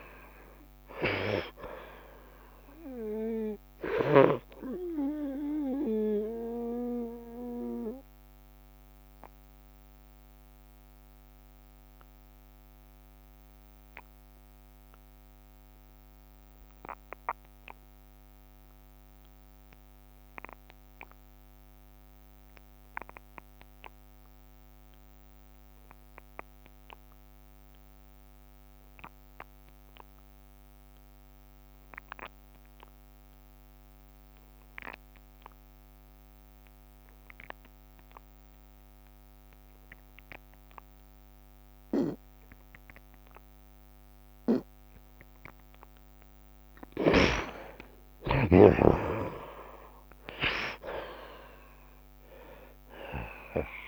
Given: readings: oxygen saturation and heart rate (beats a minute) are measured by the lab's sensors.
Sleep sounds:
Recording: breathing in sleep by a microphone on the trachea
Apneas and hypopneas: 1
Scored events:
0.00-25.00 s: oxygen desaturation (device-marked, oxygen 57% lowest, heart rate 65 extreme)
6.50-46.00 s: obstructive apnea (oxygen 66% before, 57% lowest, heart rate 70 before, 65 extreme, up 14 after)
30.00-53.88 s: oxygen desaturation (device-marked, oxygen 87% before, 57% lowest, heart rate 66 before, 66 extreme)
48.00-50.00 s: long interval between heartbeats (device-marked, heart rate 68 before, 80 extreme)
48.00-53.00 s: arousal
From the record:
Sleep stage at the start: N2 (light sleep)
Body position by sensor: on the right side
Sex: male

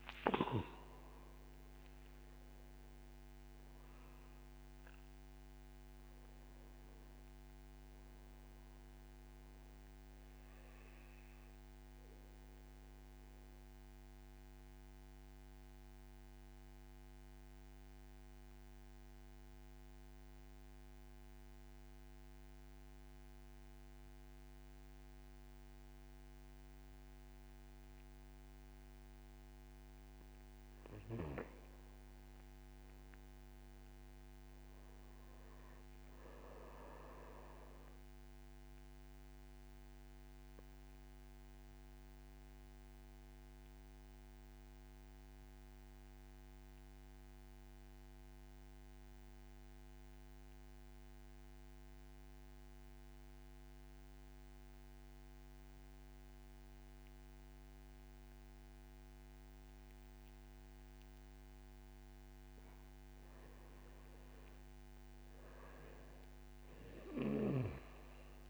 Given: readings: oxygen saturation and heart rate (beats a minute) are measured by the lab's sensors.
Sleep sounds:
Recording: breathing in sleep by a microphone on the trachea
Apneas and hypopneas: 2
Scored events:
0.00-1.00 s: arousal
0.00-24.50 s: oxygen desaturation (device-marked, oxygen 88% lowest)
11.50-30.00 s: obstructive apnea (oxygen 95% before, 88% lowest, heart rate 56 before, 49 extreme, up 11 after)
32.50-36.00 s: arousal
34.50-53.50 s: oxygen desaturation (device-marked, oxygen 97% before, 89% lowest, heart rate 60 before, 49 extreme)
39.50-61.50 s: obstructive apnea (oxygen 97% before, 87% lowest, heart rate 60 before, 50 extreme, up 0 after)
63.50-67.00 s: arousal
65.50-68.50 s: oxygen desaturation (device-marked, oxygen 96% before, 88% lowest, heart rate 63 before, 27 extreme)
From the record:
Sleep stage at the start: N2 (light sleep)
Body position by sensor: on the back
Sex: male

